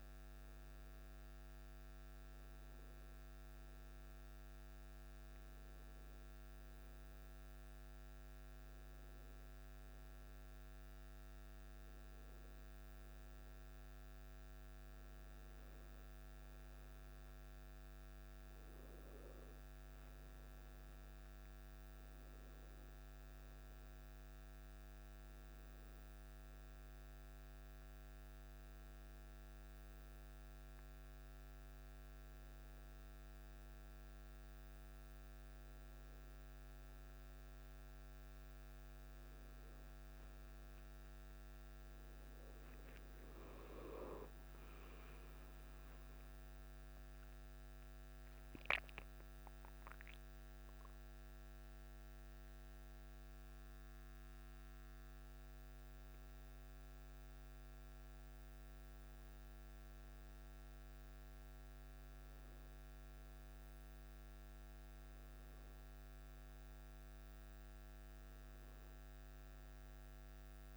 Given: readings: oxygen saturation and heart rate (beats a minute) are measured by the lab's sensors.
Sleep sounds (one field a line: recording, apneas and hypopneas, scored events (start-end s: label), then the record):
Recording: a person awake in a sleep study, hard to hear, by a microphone on the trachea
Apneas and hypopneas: none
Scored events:
none scored
From the record:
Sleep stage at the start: awake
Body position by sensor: on the back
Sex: male